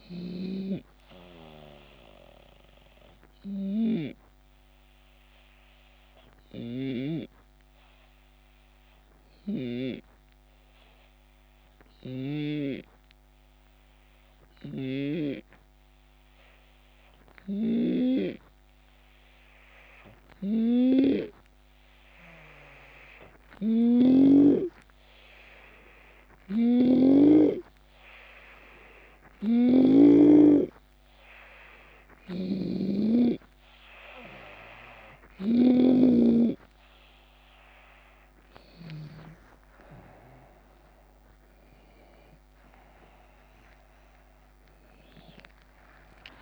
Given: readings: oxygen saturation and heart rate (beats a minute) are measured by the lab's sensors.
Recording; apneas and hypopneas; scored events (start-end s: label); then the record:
breathing in sleep by a microphone on the trachea; 1
0.00-9.00 s: oxygen desaturation (device-marked, oxygen 93% lowest, heart rate 69 extreme)
0.00-9.50 s: snoring (device-marked)
4.00-23.00 s: hypopnea (oxygen 96% before, 91% lowest, heart rate 78 before, 70 extreme, up 2 after)
14.00-17.50 s: snoring (device-marked)
25.00-46.42 s: new sleep stage, N2 (light sleep)
25.00-46.42 s: oxygen desaturation (device-marked, oxygen 96% before, 91% lowest, heart rate 71 before, 70 extreme)
26.00-29.50 s: snoring (device-marked)
31.50-39.00 s: snoring (device-marked)
38.00-46.42 s: drop in pulse transit time (device-marked, heart rate 73 before, 78 extreme)
39.00-44.00 s: arousal
From the record:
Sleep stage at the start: REM sleep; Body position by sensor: on the left side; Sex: male